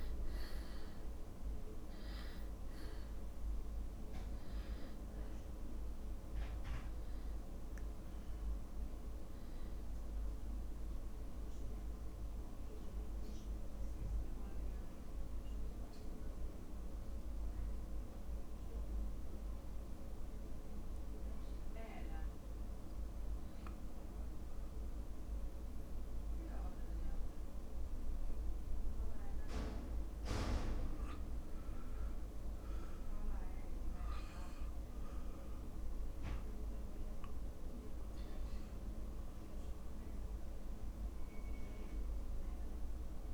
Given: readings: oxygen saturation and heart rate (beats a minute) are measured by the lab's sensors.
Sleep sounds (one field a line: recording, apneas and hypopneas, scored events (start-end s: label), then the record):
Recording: breathing in sleep, hard to hear, by a room microphone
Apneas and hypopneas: 1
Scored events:
0.00-19.00 s: drop in pulse transit time (device-marked, heart rate 55 extreme)
0.00-23.00 s: oxygen desaturation (device-marked, oxygen 79% lowest, heart rate 55 extreme)
13.00-29.00 s: mixed apnea (oxygen 96% before, 79% lowest, heart rate 57 before, 54 extreme, up 0 after)
32.50-35.00 s: arousal
From the record:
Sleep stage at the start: N2 (light sleep)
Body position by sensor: on the back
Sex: male